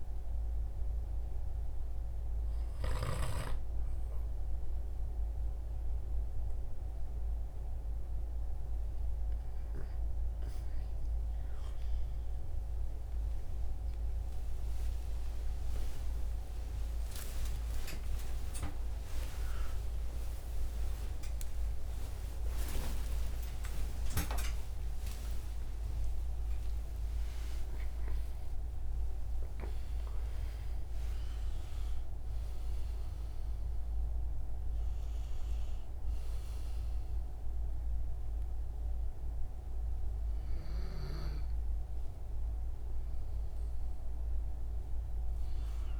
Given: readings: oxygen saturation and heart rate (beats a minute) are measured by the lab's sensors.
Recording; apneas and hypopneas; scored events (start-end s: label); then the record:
a person awake in a sleep study, by a room microphone; none
0.00-5.50 s: oxygen desaturation (device-marked, oxygen 89% lowest, heart rate 70 extreme)
19.50-46.00 s: new sleep stage, awake
From the record:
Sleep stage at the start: N2 (light sleep); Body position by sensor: on the right side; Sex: male